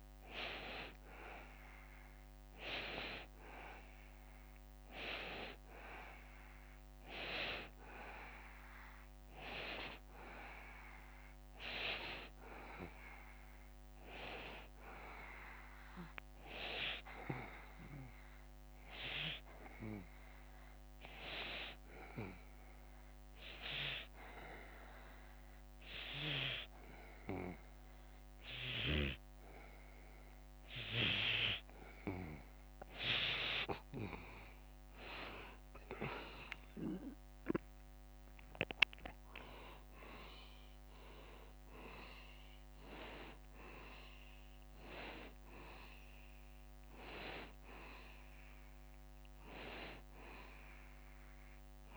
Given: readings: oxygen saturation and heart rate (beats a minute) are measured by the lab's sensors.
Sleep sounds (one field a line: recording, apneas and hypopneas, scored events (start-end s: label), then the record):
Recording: breathing in sleep by a microphone on the trachea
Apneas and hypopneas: 1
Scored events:
14.50-32.00 s: obstructive apnea (oxygen 93% before, 89% lowest, heart rate 76 before, 74 extreme, up 1 after)
35.50-39.00 s: arousal
36.00-51.97 s: oxygen desaturation (device-marked, oxygen 93% before, 89% lowest, heart rate 75 before, 74 extreme)
From the record:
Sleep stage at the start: N2 (light sleep)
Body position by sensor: on the back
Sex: male